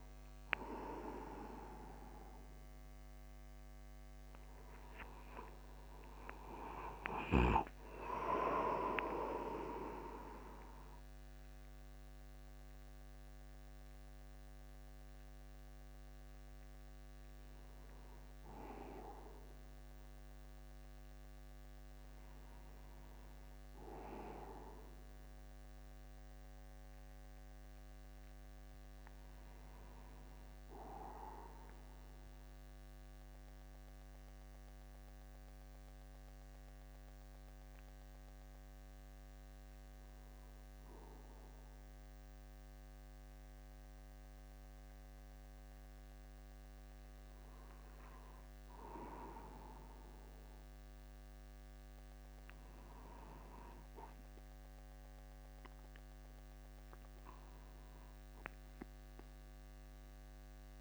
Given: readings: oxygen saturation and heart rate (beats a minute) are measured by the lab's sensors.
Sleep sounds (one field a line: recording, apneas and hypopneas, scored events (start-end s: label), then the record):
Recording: a person awake in a sleep study, by a microphone on the trachea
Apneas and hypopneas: 1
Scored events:
32.00-48.50 s: hypopnea (oxygen 99% before, 95% lowest, heart rate 50 before, 50 extreme, up 0 after)
36.00-60.81 s: new sleep stage, N2 (light sleep)
51.50-55.00 s: arousal
From the record:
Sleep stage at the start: awake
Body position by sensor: upright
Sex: male